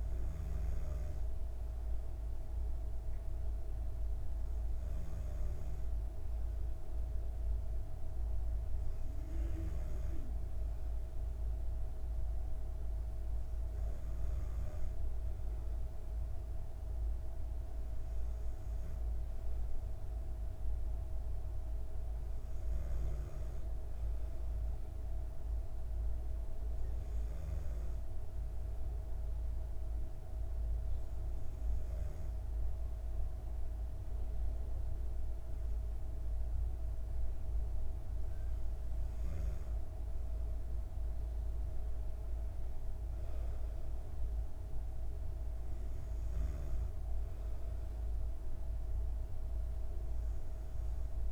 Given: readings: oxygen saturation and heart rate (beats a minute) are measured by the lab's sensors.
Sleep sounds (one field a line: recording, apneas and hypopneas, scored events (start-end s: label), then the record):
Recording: breathing in sleep, hard to hear, by a room microphone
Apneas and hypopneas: none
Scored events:
none scored
From the record:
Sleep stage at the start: N2 (light sleep)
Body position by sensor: on the back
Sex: female